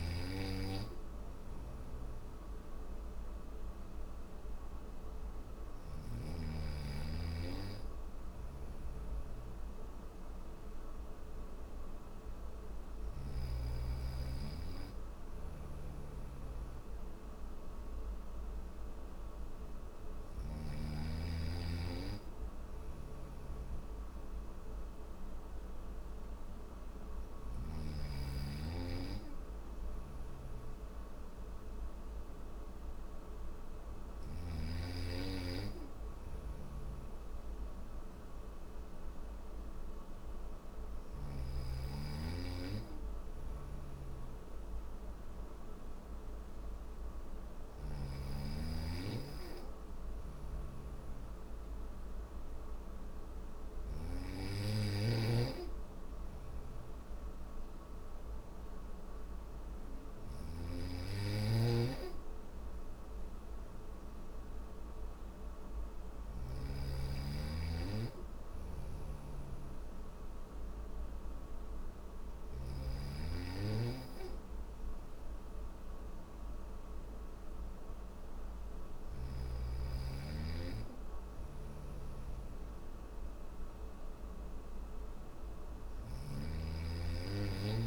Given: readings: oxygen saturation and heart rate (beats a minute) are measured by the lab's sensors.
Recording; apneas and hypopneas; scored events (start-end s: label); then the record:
breathing in sleep by a room microphone; none
4.50-12.50 s: snoring (device-marked)
14.50-19.50 s: snoring (device-marked)
21.50-27.00 s: snoring (device-marked)
29.00-33.50 s: snoring (device-marked)
35.50-40.50 s: snoring (device-marked)
42.50-53.00 s: snoring (device-marked)
59.00-65.50 s: snoring (device-marked)
67.50-72.00 s: snoring (device-marked)
80.50-85.50 s: snoring (device-marked)
From the record:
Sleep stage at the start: N1 (lightest sleep); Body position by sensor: on the back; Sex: male